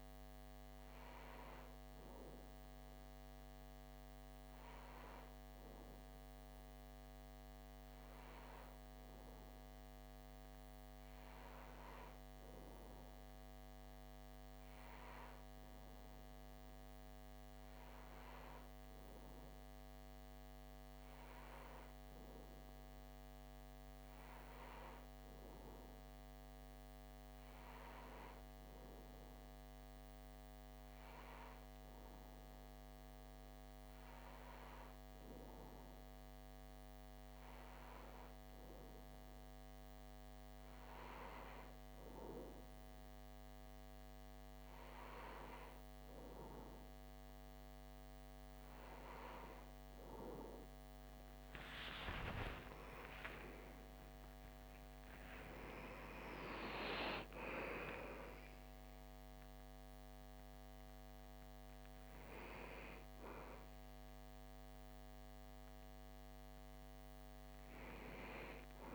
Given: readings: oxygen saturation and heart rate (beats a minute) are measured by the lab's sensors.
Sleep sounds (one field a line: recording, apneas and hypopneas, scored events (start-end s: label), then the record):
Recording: breathing in sleep by a microphone on the trachea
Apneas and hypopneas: none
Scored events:
50.50-56.00 s: arousal
From the record:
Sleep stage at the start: REM sleep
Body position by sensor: on the back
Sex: male